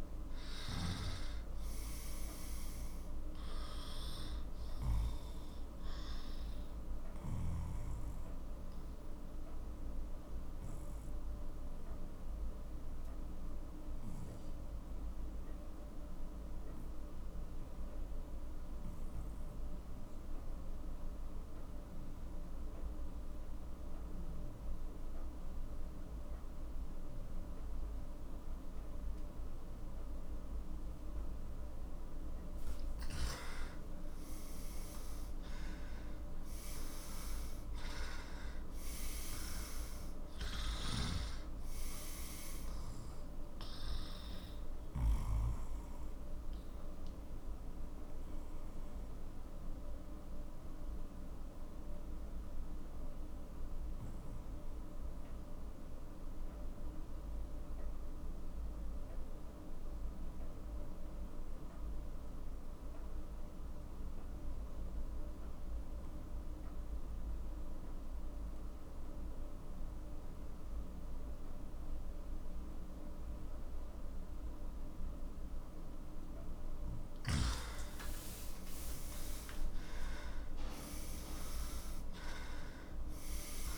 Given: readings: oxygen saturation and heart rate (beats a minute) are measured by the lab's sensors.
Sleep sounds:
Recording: breathing in sleep, hard to hear, by a room microphone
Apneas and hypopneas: 2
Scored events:
0.00-1.00 s: arousal
3.00-21.00 s: oxygen desaturation (device-marked, oxygen 99% before, 94% lowest, heart rate 48 before, 43 extreme)
6.00-33.00 s: obstructive apnea (oxygen 99% before, 92% lowest, heart rate 51 before, 40 extreme, up 13 after)
34.50-38.50 s: arousal
35.00-60.00 s: oxygen desaturation (device-marked, oxygen 97% before, 92% lowest, heart rate 47 before, 40 extreme)
46.50-75.50 s: obstructive apnea (oxygen 98% before, 91% lowest, heart rate 55 before, 40 extreme, up 12 after)
77.00-82.00 s: arousal
From the record:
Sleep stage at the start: N2 (light sleep)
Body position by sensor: on the left side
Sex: male

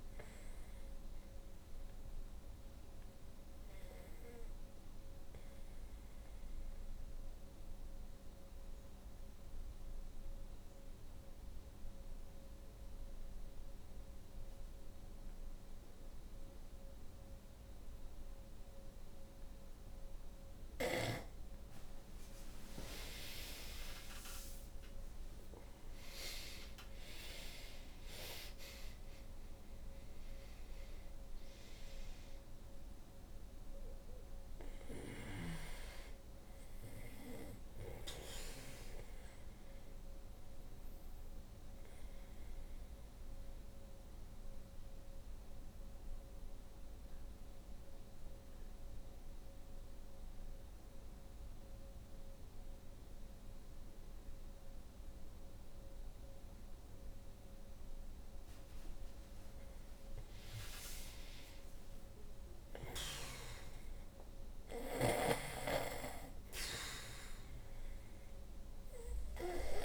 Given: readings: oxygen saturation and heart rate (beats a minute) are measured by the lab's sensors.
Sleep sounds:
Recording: breathing in sleep by a room microphone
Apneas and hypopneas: 2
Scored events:
0.00-20.50 s: oxygen desaturation (device-marked, oxygen 82% lowest, heart rate 55 extreme)
0.50-20.00 s: obstructive apnea (oxygen 96% before, 82% lowest, heart rate 81 before, 55 extreme, up 11 after)
23.50-29.00 s: arousal
29.50-62.50 s: oxygen desaturation (device-marked, oxygen 96% before, 84% lowest, heart rate 62 before, 55 extreme)
39.50-58.00 s: obstructive apnea (oxygen 96% before, 83% lowest, heart rate 64 before, 56 extreme, up 9 after)
62.00-66.50 s: arousal
From the record:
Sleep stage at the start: N2 (light sleep)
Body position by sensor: on the back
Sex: female

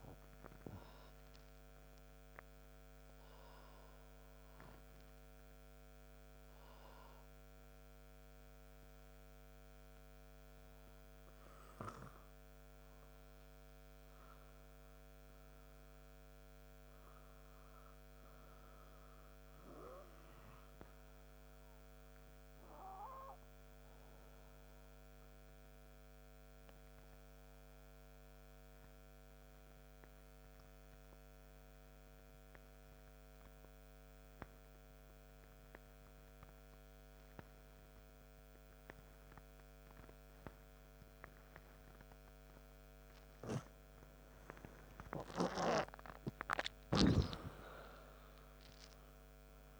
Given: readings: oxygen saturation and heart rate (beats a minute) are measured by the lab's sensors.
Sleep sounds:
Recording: breathing in sleep by a microphone on the trachea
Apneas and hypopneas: 2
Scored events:
0.00-26.50 s: oxygen desaturation (device-marked, oxygen 87% lowest, heart rate 58 extreme)
1.50-12.00 s: obstructive apnea (oxygen 99% before, 87% lowest, heart rate 73 before, 74 extreme, up 1 after)
14.00-17.50 s: arousal
23.50-43.00 s: obstructive apnea (oxygen 98% before, 89% lowest, heart rate 80 before, 58 extreme, up 20 after)
43.50-47.50 s: arousal
From the record:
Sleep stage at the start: N2 (light sleep)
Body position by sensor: on the right side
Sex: male

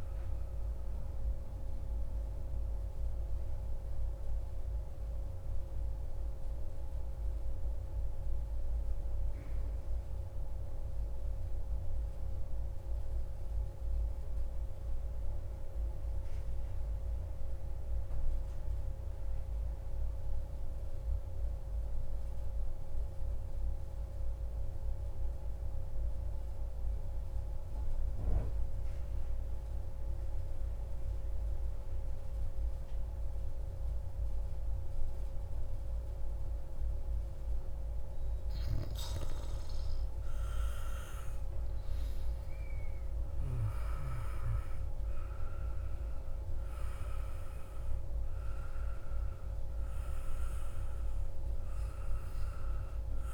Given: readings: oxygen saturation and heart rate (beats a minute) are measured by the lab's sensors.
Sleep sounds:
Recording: breathing in sleep, hard to hear, by a room microphone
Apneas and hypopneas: 1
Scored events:
0.00-1.00 s: oxygen desaturation (device-marked, oxygen 91% lowest)
0.50-37.50 s: central apnea (oxygen 95% before, 91% lowest)
36.00-53.34 s: oxygen desaturation (device-marked, oxygen 97% before, 91% lowest)
39.00-43.00 s: arousal
From the record:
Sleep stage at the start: N2 (light sleep)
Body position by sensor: on the back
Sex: male

